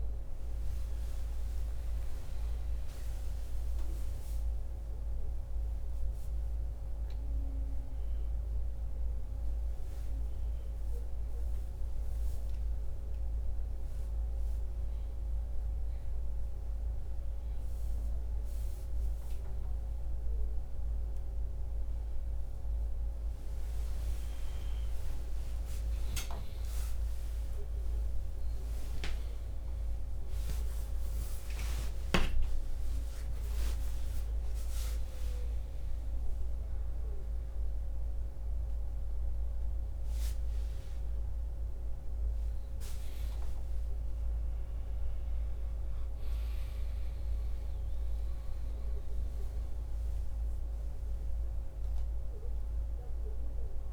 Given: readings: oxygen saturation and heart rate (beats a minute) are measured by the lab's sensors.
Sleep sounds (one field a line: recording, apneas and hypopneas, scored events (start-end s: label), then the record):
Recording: a person awake in a sleep study, hard to hear, by a room microphone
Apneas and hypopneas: none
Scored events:
34.00-45.00 s: oxygen desaturation (device-marked, oxygen 96% before, 92% lowest)
From the record:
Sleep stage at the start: awake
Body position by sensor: on the back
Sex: male